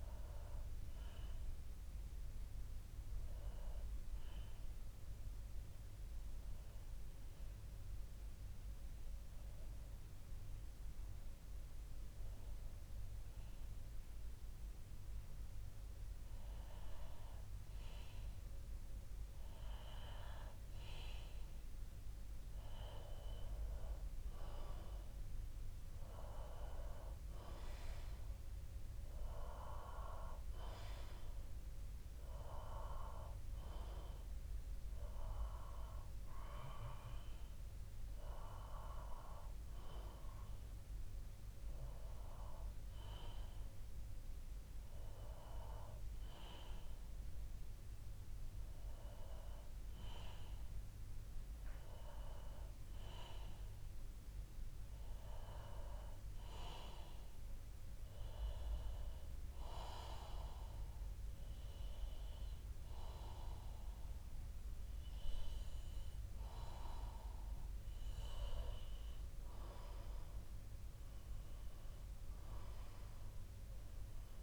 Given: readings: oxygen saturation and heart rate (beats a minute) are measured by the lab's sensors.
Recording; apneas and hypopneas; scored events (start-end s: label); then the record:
breathing in sleep by a room microphone; 2
0.00-14.50 s: bradycardia (device-marked, heart rate 58 extreme)
0.50-21.50 s: obstructive apnea (oxygen 93% before, 91% lowest, heart rate 65 before, 58 extreme, up 4 after)
24.00-27.50 s: arousal
40.00-69.50 s: hypopnea (oxygen 98% before, 92% lowest, heart rate 61 before, 58 extreme, up 4 after)
42.50-50.50 s: bradycardia (device-marked, heart rate 62 before, 58 extreme)
71.50-74.43 s: arousal
From the record:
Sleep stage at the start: N2 (light sleep); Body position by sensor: on the back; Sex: male